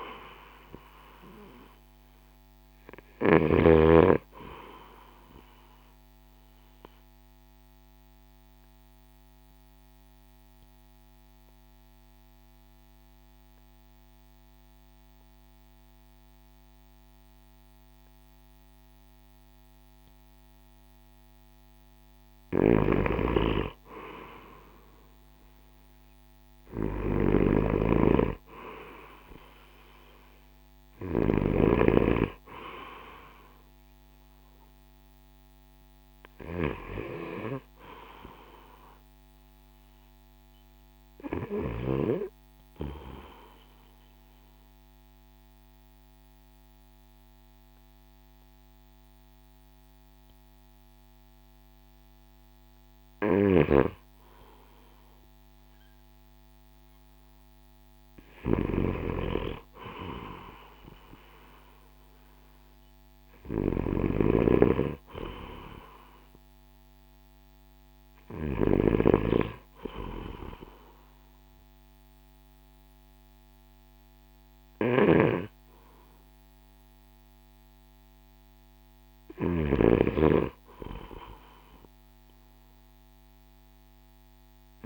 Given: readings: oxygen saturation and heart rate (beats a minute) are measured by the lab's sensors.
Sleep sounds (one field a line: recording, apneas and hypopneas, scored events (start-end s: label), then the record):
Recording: breathing in sleep by a microphone on the trachea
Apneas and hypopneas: 2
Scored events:
5.50-21.00 s: obstructive apnea (oxygen 98% before, 91% lowest, heart rate 55 before, 52 extreme, up 3 after)
7.50-25.50 s: oxygen desaturation (device-marked, oxygen 95% before, 91% lowest, heart rate 55 before, 52 extreme)
21.50-31.00 s: snoring (device-marked)
24.50-28.00 s: arousal
42.50-53.50 s: obstructive apnea (oxygen 96% before, 91% lowest, heart rate 55 before, 51 extreme, up 3 after)
42.50-54.50 s: oxygen desaturation (device-marked, oxygen 95% before, 91% lowest, heart rate 55 before, 51 extreme)
52.50-84.86 s: snoring (device-marked)
56.00-59.50 s: arousal
72.50-84.86 s: oxygen desaturation (device-marked, oxygen 96% before, 93% lowest, heart rate 54 before, 51 extreme)
From the record:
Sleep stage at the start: N2 (light sleep)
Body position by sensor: on the right side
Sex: male